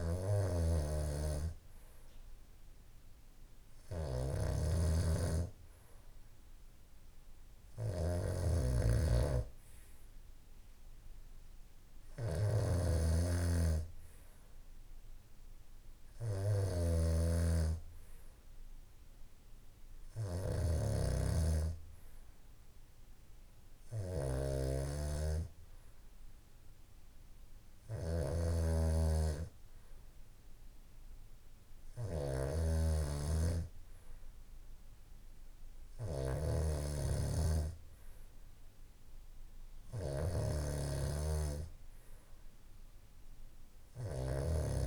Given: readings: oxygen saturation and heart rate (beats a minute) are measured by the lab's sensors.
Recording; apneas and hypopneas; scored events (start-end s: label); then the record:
breathing in sleep by a room microphone; none
0.00-44.86 s: snoring (device-marked)
From the record:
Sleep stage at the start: N2 (light sleep); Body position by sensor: on the back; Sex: male